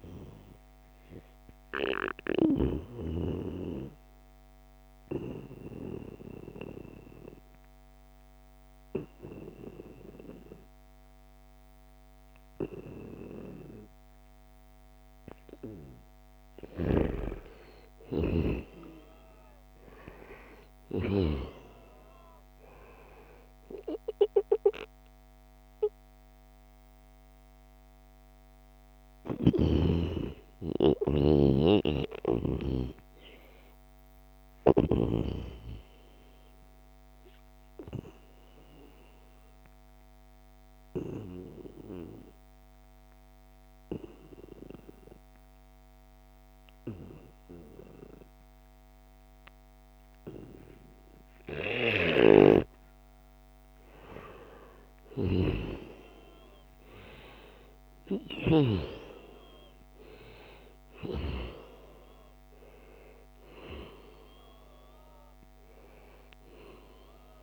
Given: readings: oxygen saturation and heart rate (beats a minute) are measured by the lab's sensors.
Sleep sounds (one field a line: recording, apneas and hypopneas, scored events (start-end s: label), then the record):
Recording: breathing in sleep by a microphone on the trachea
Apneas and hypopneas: 2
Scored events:
0.00-2.50 s: snoring (device-marked)
3.00-15.50 s: obstructive apnea (oxygen 95% before, 89% lowest, heart rate 78 before, 77 extreme, up 10 after)
16.50-21.00 s: arousal
20.50-22.50 s: long interval between heartbeats (device-marked, heart rate 81 before, 84 extreme)
22.00-38.00 s: oxygen desaturation (device-marked, oxygen 95% before, 90% lowest, heart rate 81 before, 75 extreme)
29.00-35.00 s: snoring (device-marked)
35.00-51.50 s: obstructive apnea (oxygen 95% before, 89% lowest, heart rate 82 before, 75 extreme, up 2 after)
53.00-58.00 s: arousal
58.00-67.43 s: oxygen desaturation (device-marked, oxygen 95% before, 89% lowest, heart rate 77 before, 73 extreme)
From the record:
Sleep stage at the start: N2 (light sleep)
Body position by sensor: on the back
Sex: male